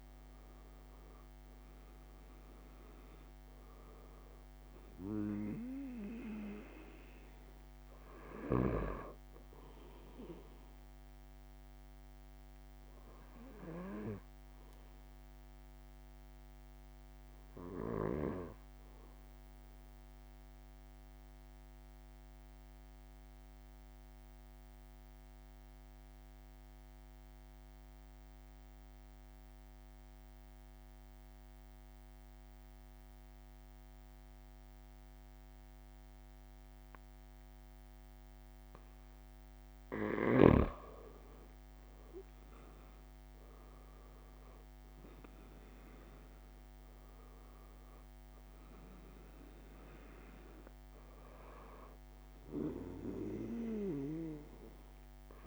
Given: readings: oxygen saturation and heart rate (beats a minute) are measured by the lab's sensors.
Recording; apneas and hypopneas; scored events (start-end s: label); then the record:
breathing in sleep by a microphone on the trachea; 1
0.00-27.50 s: oxygen desaturation (device-marked, oxygen 91% lowest)
12.00-39.50 s: obstructive apnea (oxygen 97% before, 91% lowest)
21.50-23.50 s: long interval between heartbeats (device-marked)
27.00-29.00 s: long interval between heartbeats (device-marked)
32.00-34.00 s: long interval between heartbeats (device-marked)
38.50-40.50 s: long interval between heartbeats (device-marked)
42.00-48.50 s: arousal
44.50-55.46 s: oxygen desaturation (device-marked, oxygen 97% before, 91% lowest)
46.00-48.00 s: long interval between heartbeats (device-marked)
From the record:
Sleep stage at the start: N2 (light sleep); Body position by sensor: on the back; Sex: male